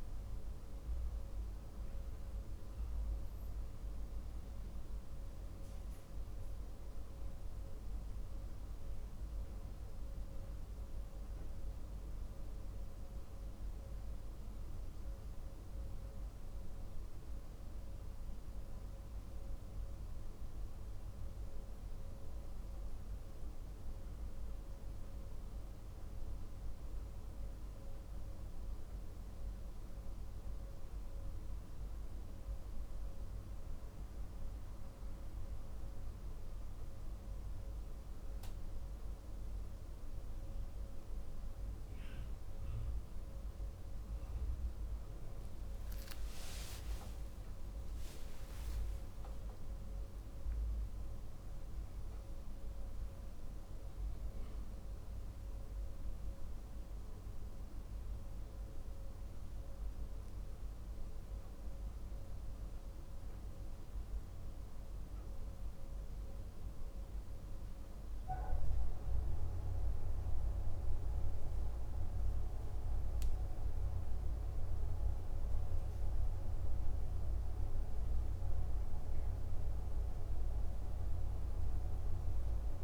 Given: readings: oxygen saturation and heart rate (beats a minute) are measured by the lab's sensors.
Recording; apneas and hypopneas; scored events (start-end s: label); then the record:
breathing in sleep, hard to hear, by a room microphone; none
68.50-82.84 s: new sleep stage, N1 (lightest sleep)
From the record:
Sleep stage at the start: N2 (light sleep); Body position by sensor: on the back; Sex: male